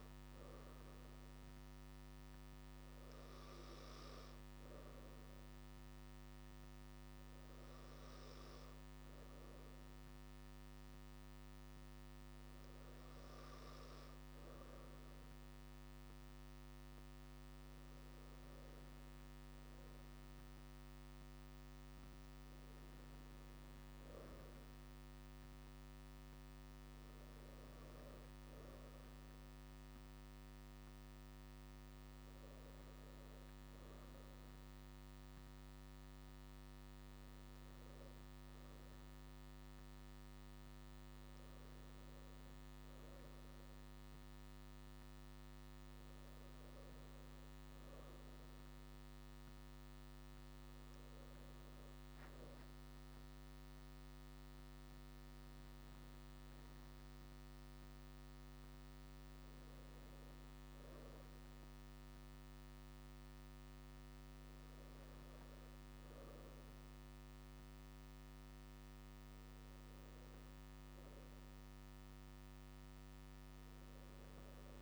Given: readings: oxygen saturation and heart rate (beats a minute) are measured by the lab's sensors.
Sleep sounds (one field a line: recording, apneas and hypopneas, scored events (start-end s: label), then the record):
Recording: breathing in sleep, hard to hear, by a microphone on the trachea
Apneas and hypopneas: none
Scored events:
none scored
From the record:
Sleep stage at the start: N2 (light sleep)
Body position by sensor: on the right side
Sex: male